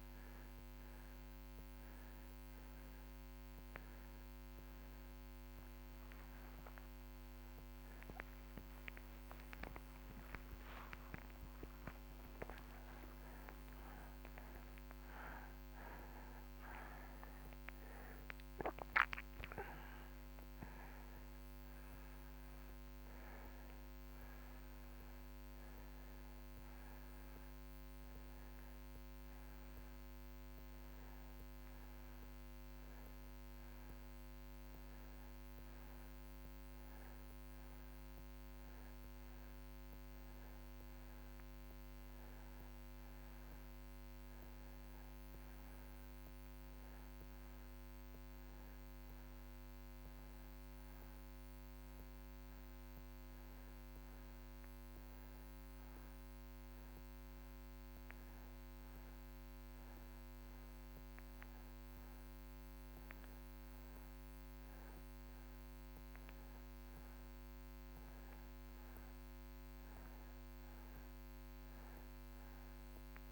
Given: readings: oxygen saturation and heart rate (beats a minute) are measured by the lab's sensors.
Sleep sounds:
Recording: breathing in sleep, hard to hear, by a microphone on the trachea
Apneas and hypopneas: none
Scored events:
6.50-12.00 s: arousal
From the record:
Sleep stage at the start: N1 (lightest sleep)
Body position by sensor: on the back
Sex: male

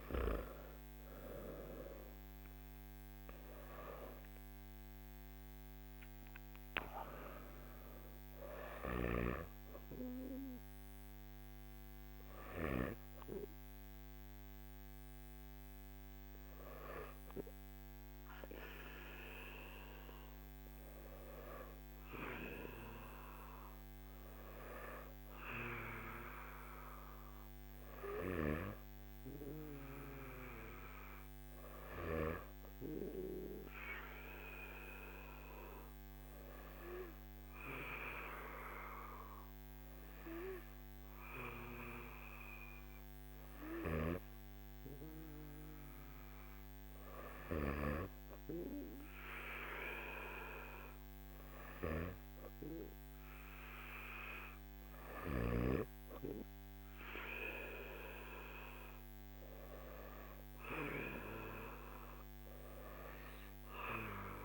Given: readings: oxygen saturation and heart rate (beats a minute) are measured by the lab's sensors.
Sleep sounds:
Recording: breathing in sleep by a microphone on the trachea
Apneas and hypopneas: 1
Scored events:
31.50-46.00 s: hypopnea (oxygen 98% before, 95% lowest, heart rate 55 before, 49 extreme, up 3 after)
50.00-64.45 s: new sleep stage, N3 (deep sleep)
From the record:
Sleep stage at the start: N1 (lightest sleep)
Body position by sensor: on the back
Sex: male

